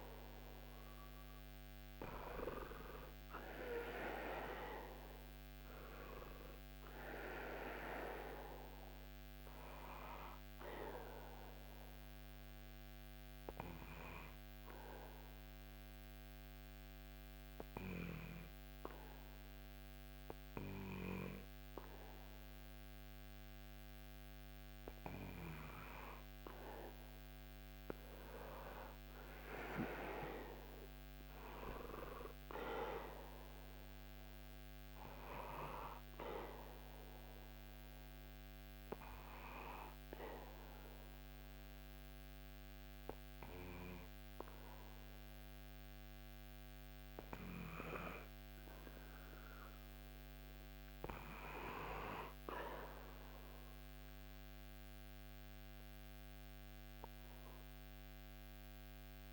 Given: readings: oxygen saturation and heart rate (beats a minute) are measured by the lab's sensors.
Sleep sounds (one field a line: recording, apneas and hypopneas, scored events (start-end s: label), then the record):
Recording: breathing in sleep by a microphone on the trachea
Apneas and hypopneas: 2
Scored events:
0.00-14.00 s: oxygen desaturation (device-marked, oxygen 94% lowest, heart rate 75 extreme)
10.50-24.00 s: obstructive apnea (oxygen 98% before, 94% lowest, heart rate 77 before, 75 extreme, up 4 after)
27.00-30.50 s: arousal
28.00-47.00 s: oxygen desaturation (device-marked, oxygen 98% before, 94% lowest, heart rate 76 before, 74 extreme)
37.00-48.00 s: obstructive apnea (oxygen 98% before, 94% lowest, heart rate 78 before, 74 extreme, up 3 after)
From the record:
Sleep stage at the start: N2 (light sleep)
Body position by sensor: on the back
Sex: male